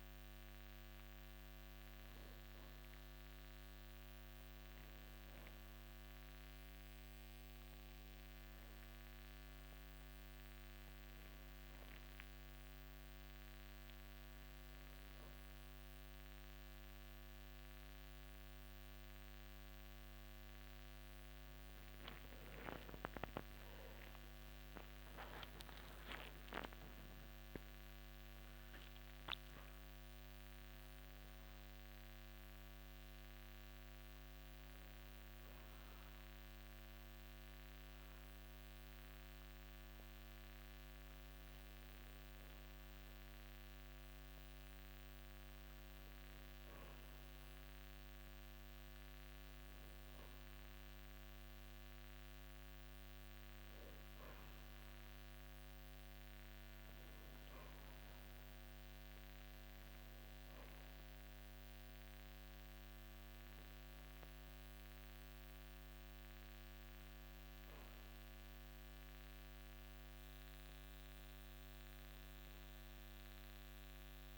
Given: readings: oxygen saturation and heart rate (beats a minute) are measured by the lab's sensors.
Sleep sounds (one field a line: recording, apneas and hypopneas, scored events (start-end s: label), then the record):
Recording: a person awake in a sleep study, hard to hear, by a microphone on the trachea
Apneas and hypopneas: none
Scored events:
none scored
From the record:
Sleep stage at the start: awake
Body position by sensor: on the back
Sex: male